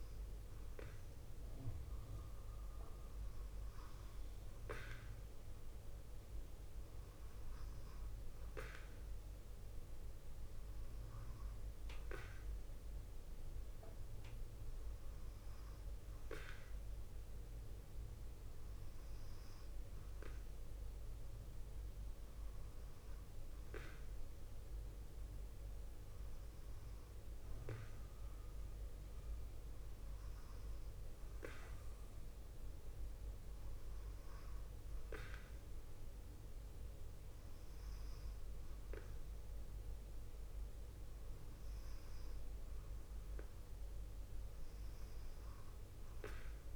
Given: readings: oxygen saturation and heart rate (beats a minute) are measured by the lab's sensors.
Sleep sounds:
breathing in sleep by a room microphone; none
none scored
From the record:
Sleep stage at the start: N2 (light sleep); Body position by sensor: on the left side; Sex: female

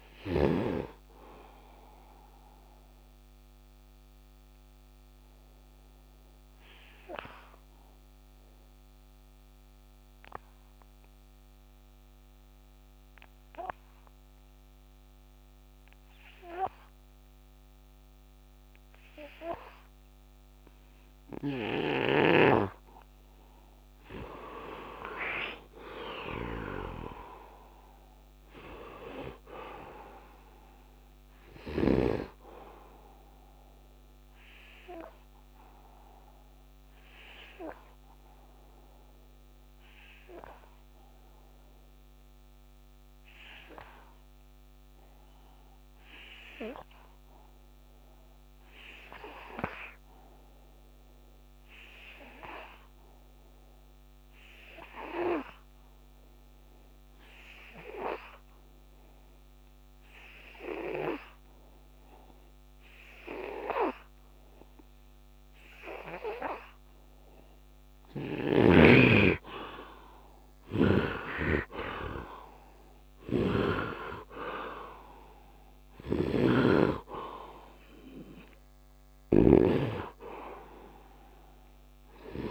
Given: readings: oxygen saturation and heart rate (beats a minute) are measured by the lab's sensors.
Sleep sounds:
breathing in sleep by a microphone on the trachea; 2
0.00-9.50 s: oxygen desaturation (device-marked, oxygen 82% lowest, heart rate 69 extreme)
4.00-21.50 s: obstructive apnea (oxygen 97% before, 77% lowest, heart rate 75 before, 65 extreme, up 40 after)
6.50-82.50 s: new sleep stage, N2 (light sleep)
19.50-50.50 s: oxygen desaturation (device-marked, oxygen 99% before, 77% lowest, heart rate 71 before, 65 extreme)
21.50-32.00 s: snoring (device-marked)
23.50-26.50 s: arousal
34.00-68.50 s: obstructive apnea (oxygen 99% before, 76% lowest, heart rate 85 before, 65 extreme, up 36 after)
56.50-82.50 s: oxygen desaturation (device-marked, oxygen 98% before, 77% lowest, heart rate 72 before, 68 extreme)
70.00-75.50 s: arousal
73.00-82.50 s: snoring (device-marked)
From the record:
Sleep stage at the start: N1 (lightest sleep); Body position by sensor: on the right side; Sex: male

